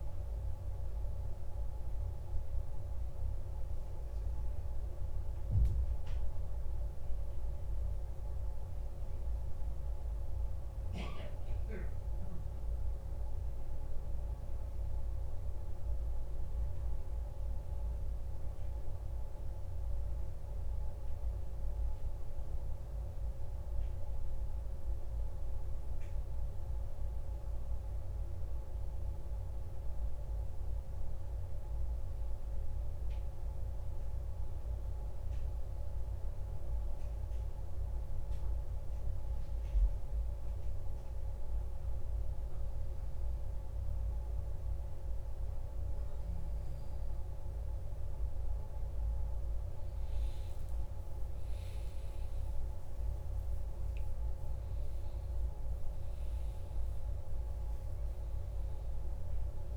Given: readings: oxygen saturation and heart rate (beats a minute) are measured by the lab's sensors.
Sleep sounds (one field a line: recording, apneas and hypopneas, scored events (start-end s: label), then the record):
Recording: breathing in sleep, hard to hear, by a room microphone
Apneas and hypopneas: 1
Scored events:
23.50-28.00 s: arousal
32.00-45.50 s: hypopnea (oxygen 99% before, 95% lowest, heart rate 54 before, 52 extreme, up 2 after)
48.00-52.50 s: arousal
From the record:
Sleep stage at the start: N2 (light sleep)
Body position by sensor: on the back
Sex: male